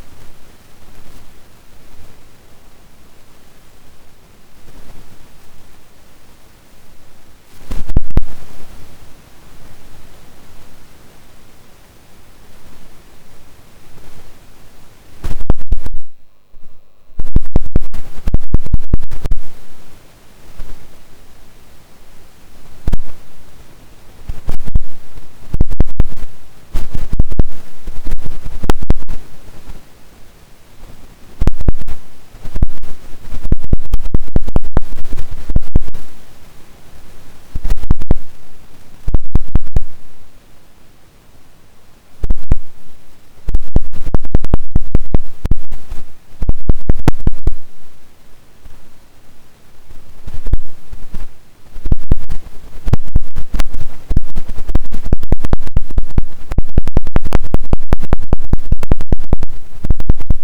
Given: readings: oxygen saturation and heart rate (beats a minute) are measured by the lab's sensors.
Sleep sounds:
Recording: a person awake in a sleep study, by a microphone on the trachea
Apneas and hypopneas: none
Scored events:
none scored
From the record:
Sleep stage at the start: awake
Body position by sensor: on the back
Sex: female

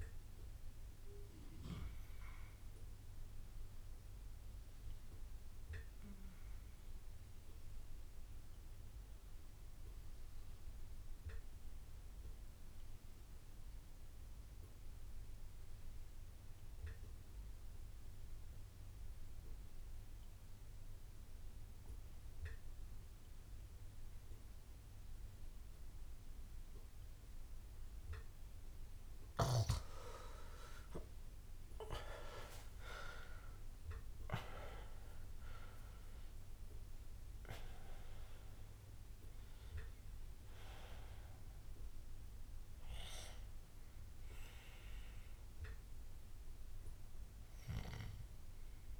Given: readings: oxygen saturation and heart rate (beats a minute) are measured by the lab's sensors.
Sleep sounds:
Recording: breathing in sleep by a room microphone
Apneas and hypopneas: 1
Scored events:
0.00-9.00 s: oxygen desaturation (device-marked, oxygen 91% lowest)
0.50-28.00 s: obstructive apnea (oxygen 100% before, 87% lowest)
24.00-49.00 s: oxygen desaturation (device-marked, oxygen 99% before, 87% lowest)
31.00-35.50 s: arousal
From the record:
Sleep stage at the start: REM sleep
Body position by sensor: on the back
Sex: male

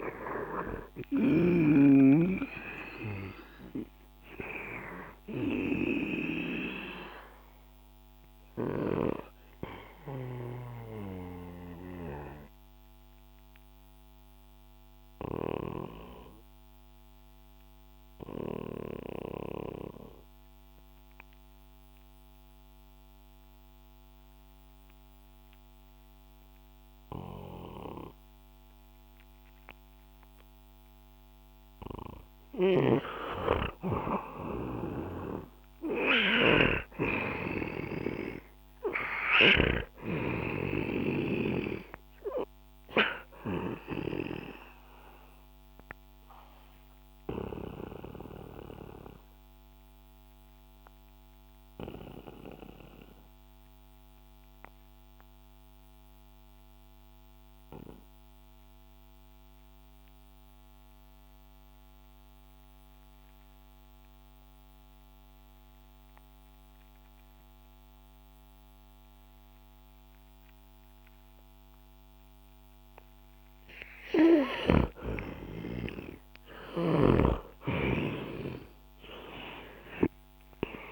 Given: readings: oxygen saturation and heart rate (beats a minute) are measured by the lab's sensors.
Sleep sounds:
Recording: breathing in sleep by a microphone on the trachea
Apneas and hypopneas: 2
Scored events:
10.50-30.00 s: obstructive apnea (oxygen 96% before, 89% lowest, heart rate 71 before, 64 extreme, up 5 after)
32.50-40.00 s: snoring (device-marked)
34.00-37.00 s: arousal
38.50-63.50 s: oxygen desaturation (device-marked, oxygen 98% before, 89% lowest, heart rate 66 before, 64 extreme)
46.00-75.00 s: obstructive apnea (oxygen 99% before, 86% lowest, heart rate 67 before, 61 extreme, up 11 after)
76.50-80.92 s: oxygen desaturation (device-marked, oxygen 98% before, 90% lowest, heart rate 67 before, 61 extreme)
77.00-80.92 s: arousal
From the record:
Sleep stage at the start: N2 (light sleep)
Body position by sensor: on the back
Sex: male

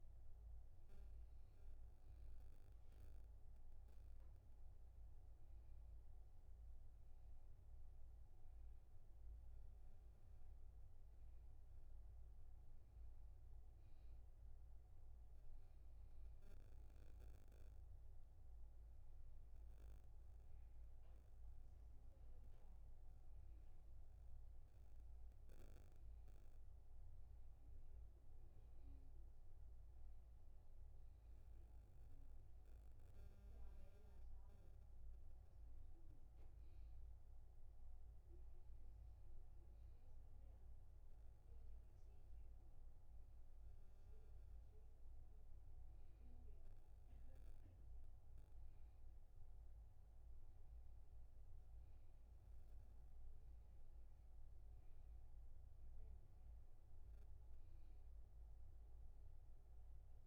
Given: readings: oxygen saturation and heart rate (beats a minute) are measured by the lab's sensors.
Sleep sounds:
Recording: breathing in sleep, hard to hear, by a room microphone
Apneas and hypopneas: none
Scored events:
none scored
From the record:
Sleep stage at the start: N2 (light sleep)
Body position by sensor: on the back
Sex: male

